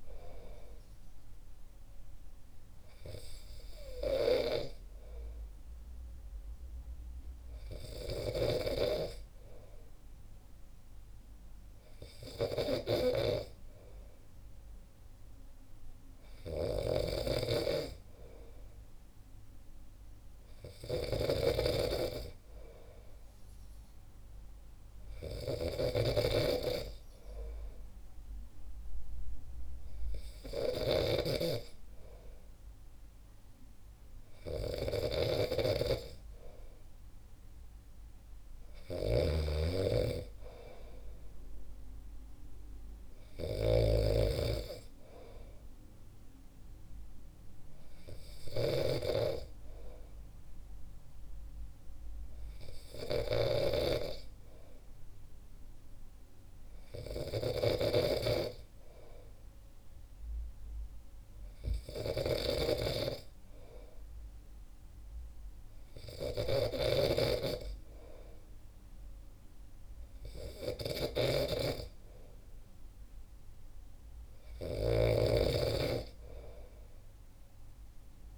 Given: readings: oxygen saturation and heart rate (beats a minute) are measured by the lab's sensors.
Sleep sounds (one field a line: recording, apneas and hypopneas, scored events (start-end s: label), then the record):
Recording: breathing in sleep by a room microphone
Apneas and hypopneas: none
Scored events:
8.50-78.38 s: snoring (device-marked)
From the record:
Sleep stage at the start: N2 (light sleep)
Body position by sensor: on the back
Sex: male